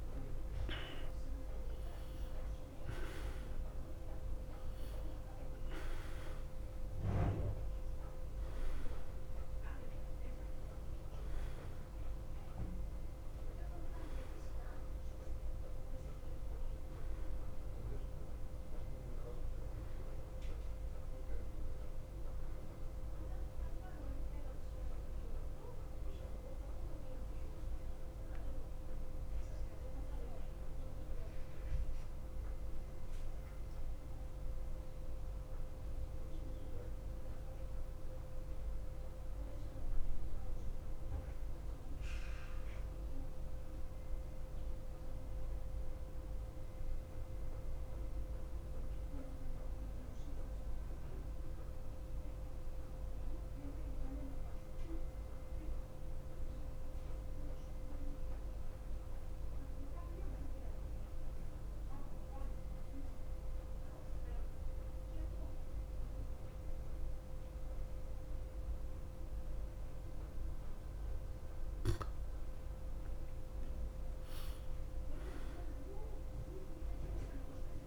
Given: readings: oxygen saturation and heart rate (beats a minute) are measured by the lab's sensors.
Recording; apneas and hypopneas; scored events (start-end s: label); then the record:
breathing in sleep, hard to hear, by a room microphone; 1
0.00-51.00 s: oxygen desaturation (device-marked, oxygen 97% before, 88% lowest, heart rate 54 before, 52 extreme)
27.00-71.50 s: mixed apnea (oxygen 96% before, 88% lowest, heart rate 56 before, 52 extreme, up 4 after)
50.00-77.87 s: new sleep stage, N3 (deep sleep)
73.00-77.50 s: arousal
73.00-77.87 s: oxygen desaturation (device-marked, oxygen 97% before, 88% lowest, heart rate 54 before, 52 extreme)
From the record:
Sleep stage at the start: N2 (light sleep); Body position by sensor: on the back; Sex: male